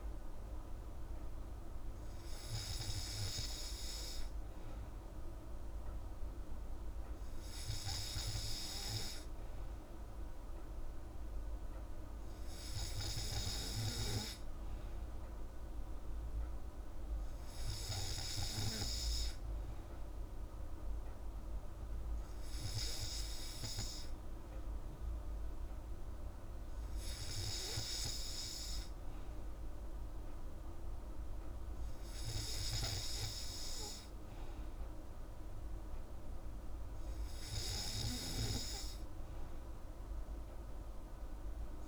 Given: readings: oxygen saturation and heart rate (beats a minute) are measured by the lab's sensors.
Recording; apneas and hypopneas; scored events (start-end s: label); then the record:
breathing in sleep by a room microphone; none
none scored
From the record:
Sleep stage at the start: N3 (deep sleep); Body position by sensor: on the back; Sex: female